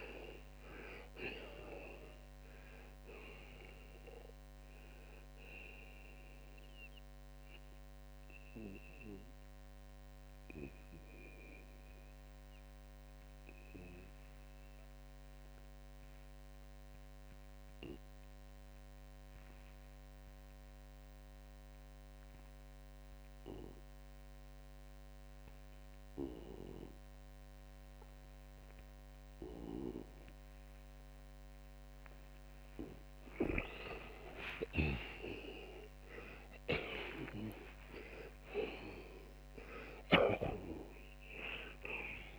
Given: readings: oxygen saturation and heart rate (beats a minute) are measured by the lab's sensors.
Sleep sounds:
breathing in sleep by a microphone on the trachea; 1
8.50-30.50 s: obstructive apnea (oxygen 92% before, 79% lowest, heart rate 127 before, 69 extreme)
20.00-36.00 s: oxygen desaturation (device-marked, oxygen 89% before, 79% lowest, heart rate 92 before, 64 extreme)
34.00-40.00 s: snoring (device-marked)
34.50-40.00 s: arousal
From the record:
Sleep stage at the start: N2 (light sleep); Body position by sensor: on the back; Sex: male

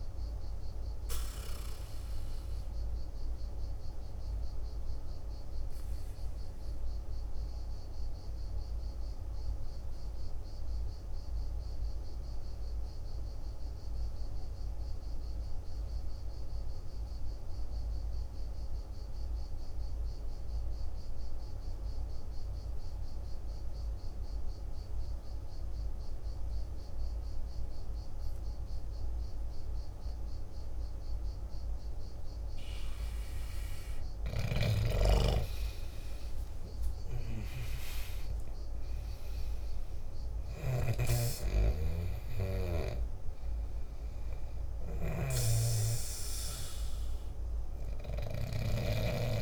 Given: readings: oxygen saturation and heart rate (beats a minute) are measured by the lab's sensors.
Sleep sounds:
breathing in sleep by a room microphone; 1
0.00-10.50 s: oxygen desaturation (device-marked, oxygen 83% lowest, heart rate 51 extreme)
2.50-34.00 s: mixed apnea (oxygen 96% before, 83% lowest, heart rate 64 before, 48 extreme, up 12 after)
26.50-49.42 s: oxygen desaturation (device-marked, oxygen 99% before, 88% lowest, heart rate 51 before, 48 extreme)
36.50-41.00 s: arousal
40.50-49.00 s: snoring (device-marked)
From the record:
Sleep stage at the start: N2 (light sleep); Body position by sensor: on the back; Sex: male

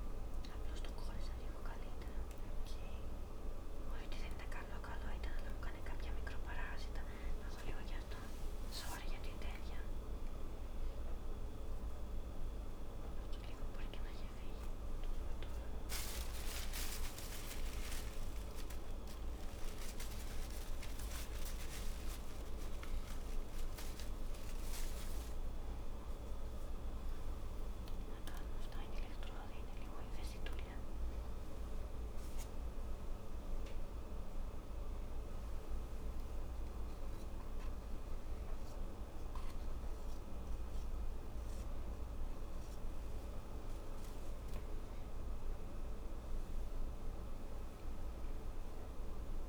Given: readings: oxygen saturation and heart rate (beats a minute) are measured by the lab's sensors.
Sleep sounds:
a person awake in a sleep study, hard to hear, by a room microphone; none
none scored
From the record:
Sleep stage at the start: awake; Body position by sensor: on the back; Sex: female

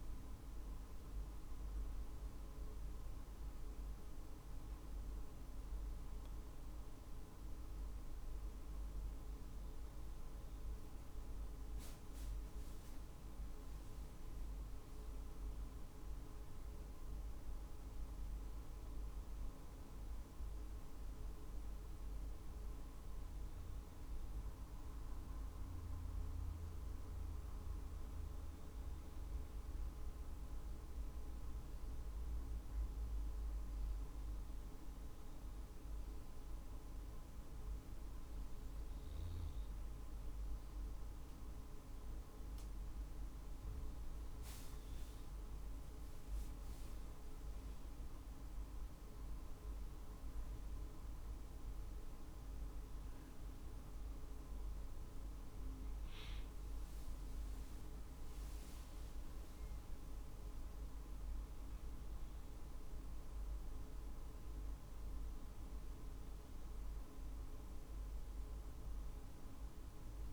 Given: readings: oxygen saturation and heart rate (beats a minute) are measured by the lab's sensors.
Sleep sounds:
breathing in sleep, hard to hear, by a room microphone; 1
15.50-20.00 s: arousal
28.00-45.00 s: obstructive apnea (oxygen 95% before, 94% lowest, heart rate 50 before, 49 extreme, up 2 after)
46.00-51.50 s: arousal
48.50-70.33 s: drop in pulse transit time (device-marked, heart rate 50 before, 51 extreme)
From the record:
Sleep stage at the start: N2 (light sleep); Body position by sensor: on the right side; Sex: male

